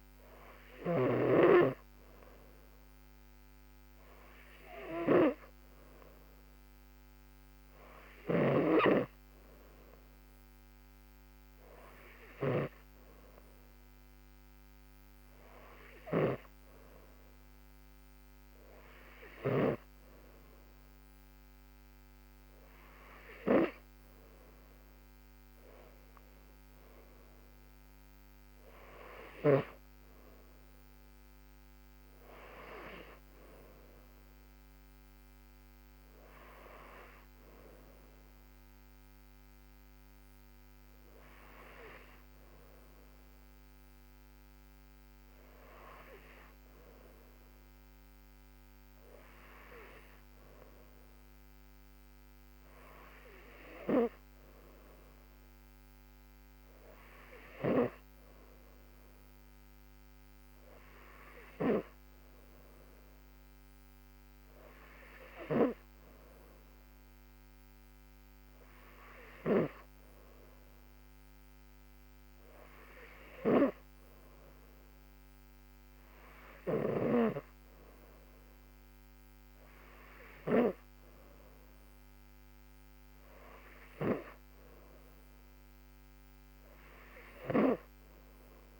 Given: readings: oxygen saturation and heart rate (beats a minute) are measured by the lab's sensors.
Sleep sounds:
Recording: breathing in sleep by a microphone on the trachea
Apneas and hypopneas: none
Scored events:
none scored
From the record:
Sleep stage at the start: N2 (light sleep)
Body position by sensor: on the back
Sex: female

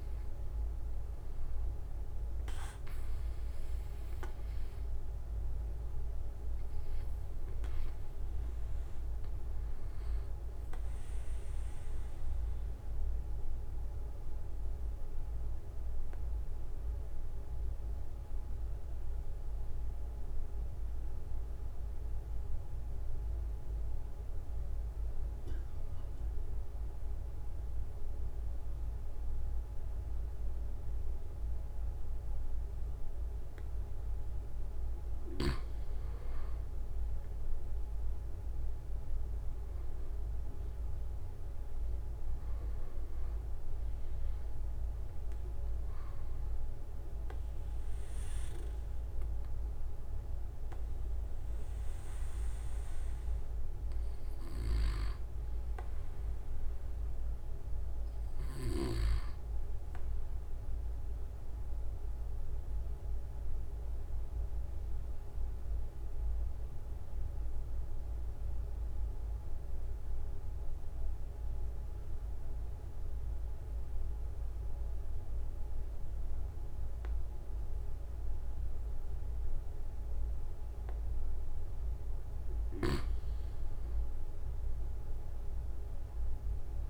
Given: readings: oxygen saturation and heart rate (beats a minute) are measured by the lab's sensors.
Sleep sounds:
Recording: breathing in sleep, hard to hear, by a room microphone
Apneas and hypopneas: 2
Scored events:
0.00-22.50 s: oxygen desaturation (device-marked, oxygen 90% lowest)
9.50-35.00 s: obstructive apnea (oxygen 96% before, 90% lowest)
26.00-28.00 s: long interval between heartbeats (device-marked)
37.00-41.00 s: arousal
41.50-43.50 s: long interval between heartbeats (device-marked, heart rate 41 before, 25 extreme)
52.00-54.00 s: long interval between heartbeats (device-marked)
54.50-67.50 s: oxygen desaturation (device-marked, oxygen 95% before, 92% lowest)
57.00-59.00 s: long interval between heartbeats (device-marked)
61.50-81.00 s: obstructive apnea (oxygen 97% before, 91% lowest)
82.00-84.00 s: long interval between heartbeats (device-marked, heart rate 45 before, 47 extreme)
85.00-86.90 s: arousal
From the record:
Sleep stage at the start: N2 (light sleep)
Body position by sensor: on the right side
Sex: male

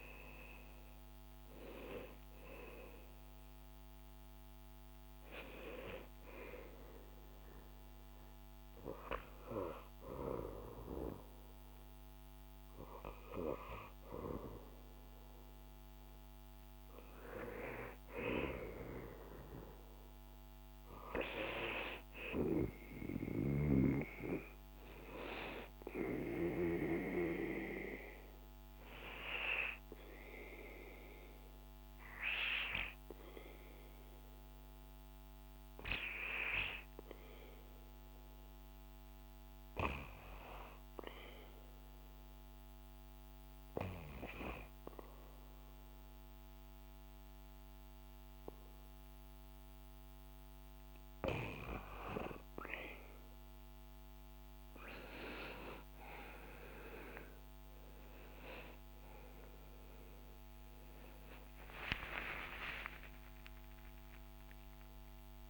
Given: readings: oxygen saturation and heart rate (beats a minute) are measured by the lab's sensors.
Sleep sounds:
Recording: breathing in sleep by a microphone on the trachea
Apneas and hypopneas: 1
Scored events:
0.00-11.50 s: oxygen desaturation (device-marked, oxygen 79% lowest, heart rate 64 extreme)
15.00-19.50 s: arousal
28.50-49.50 s: hypopnea (oxygen 100% before, 94% lowest, heart rate 85 before, 75 extreme, up 5 after)
50.50-65.50 s: new sleep stage, N1 (lightest sleep)
51.50-65.50 s: oxygen desaturation (device-marked, oxygen 98% before, 94% lowest, heart rate 80 before, 76 extreme)
60.00-65.50 s: arousal
From the record:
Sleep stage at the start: REM sleep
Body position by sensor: on the back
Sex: male

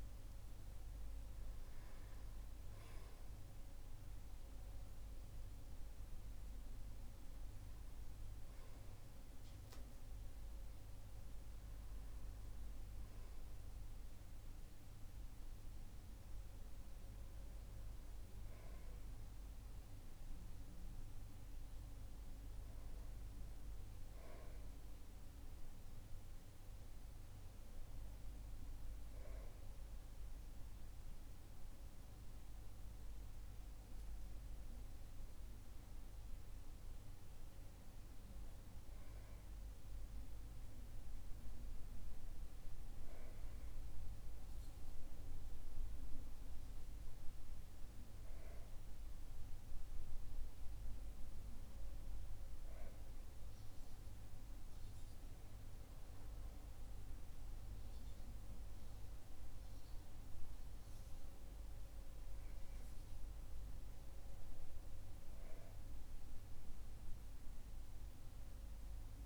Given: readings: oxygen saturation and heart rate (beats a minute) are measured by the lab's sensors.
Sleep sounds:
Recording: breathing in sleep, hard to hear, by a room microphone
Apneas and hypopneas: none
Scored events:
none scored
From the record:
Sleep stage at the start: REM sleep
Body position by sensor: on the back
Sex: male

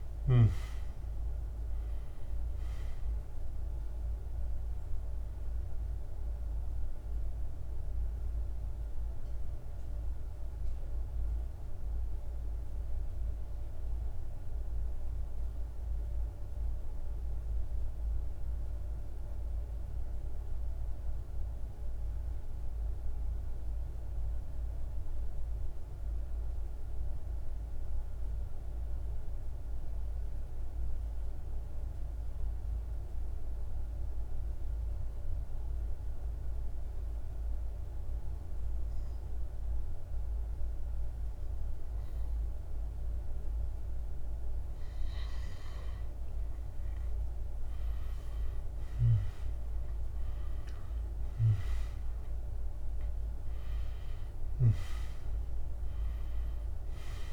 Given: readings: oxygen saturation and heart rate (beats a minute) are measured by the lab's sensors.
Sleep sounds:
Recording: breathing in sleep, hard to hear, by a room microphone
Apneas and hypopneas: 1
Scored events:
0.00-17.00 s: oxygen desaturation (device-marked, oxygen 86% lowest, heart rate 51 extreme)
6.00-45.50 s: mixed apnea (oxygen 97% before, 86% lowest, heart rate 79 before, 52 extreme)
36.00-57.33 s: oxygen desaturation (device-marked, oxygen 99% before, 86% lowest, heart rate 62 before, 52 extreme)
47.50-51.50 s: arousal
From the record:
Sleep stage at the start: N2 (light sleep)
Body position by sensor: on the back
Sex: male

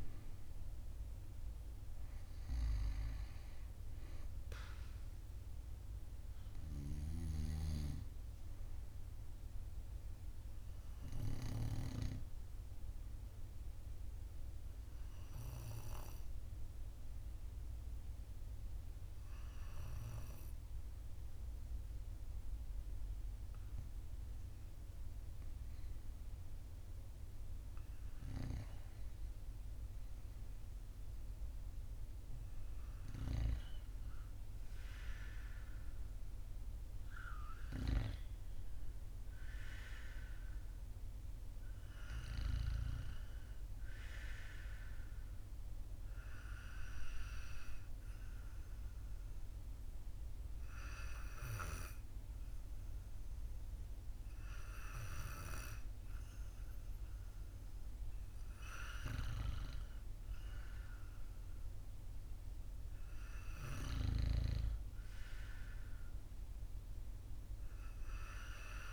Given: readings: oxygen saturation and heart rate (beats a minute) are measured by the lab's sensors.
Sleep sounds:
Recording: breathing in sleep by a room microphone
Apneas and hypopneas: 2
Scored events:
0.00-18.50 s: oxygen desaturation (device-marked, oxygen 93% lowest, heart rate 43 extreme)
10.50-24.00 s: obstructive apnea (oxygen 97% before, 95% lowest, heart rate 45 before, 43 extreme, up 1 after)
26.00-30.50 s: arousal
43.00-57.00 s: obstructive apnea (oxygen 98% before, 92% lowest, heart rate 44 before, 43 extreme, up 1 after)
60.00-64.00 s: arousal
From the record:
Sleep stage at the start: REM sleep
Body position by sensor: on the right side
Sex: male

